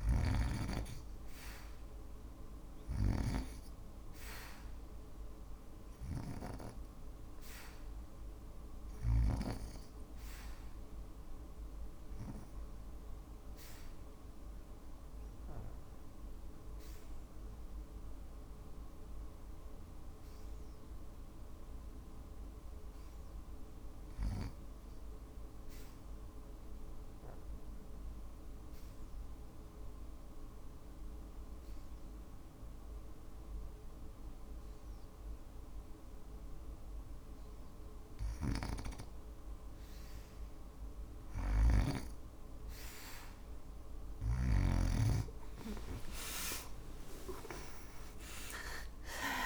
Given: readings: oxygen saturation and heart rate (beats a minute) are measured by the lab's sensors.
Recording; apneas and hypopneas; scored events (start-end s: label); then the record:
breathing in sleep by a room microphone; 1
0.00-21.50 s: oxygen desaturation (device-marked, oxygen 86% lowest, heart rate 57 extreme)
9.50-38.00 s: obstructive apnea (oxygen 96% before, 72% lowest, heart rate 58 before, 59 extreme, up 4 after)
31.50-49.46 s: oxygen desaturation (device-marked, oxygen 90% before, 72% lowest, heart rate 60 before, 57 extreme)
44.50-49.00 s: arousal
46.50-49.46 s: new sleep stage, N2 (light sleep)
From the record:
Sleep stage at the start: REM sleep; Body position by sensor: on the back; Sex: female